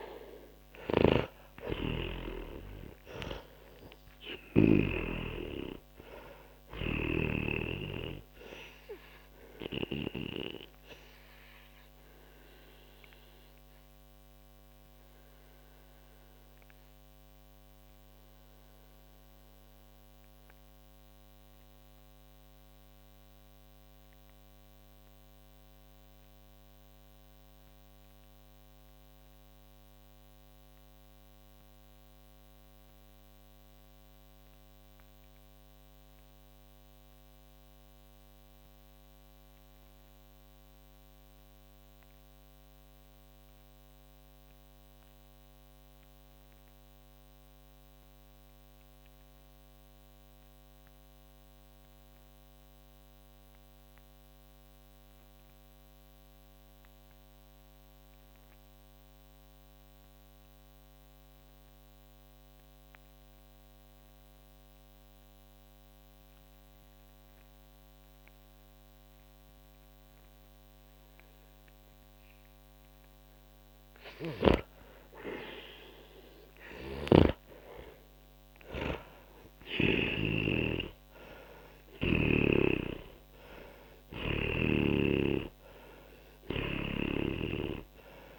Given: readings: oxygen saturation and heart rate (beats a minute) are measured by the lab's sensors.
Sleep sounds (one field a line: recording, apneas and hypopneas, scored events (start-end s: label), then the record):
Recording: breathing in sleep by a microphone on the trachea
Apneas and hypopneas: 1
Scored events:
0.00-5.00 s: snoring (device-marked)
0.00-45.50 s: oxygen desaturation (device-marked, oxygen 87% lowest, heart rate 36 extreme)
12.00-73.50 s: mixed apnea (oxygen 97% before, 81% lowest, heart rate 66 before, 36 extreme, up 25 after)
67.50-88.39 s: oxygen desaturation (device-marked, oxygen 98% before, 81% lowest, heart rate 43 before, 42 extreme)
74.00-80.50 s: snoring (device-marked)
76.50-80.50 s: arousal
85.00-88.39 s: snoring (device-marked)
From the record:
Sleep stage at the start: N2 (light sleep)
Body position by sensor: on the back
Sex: male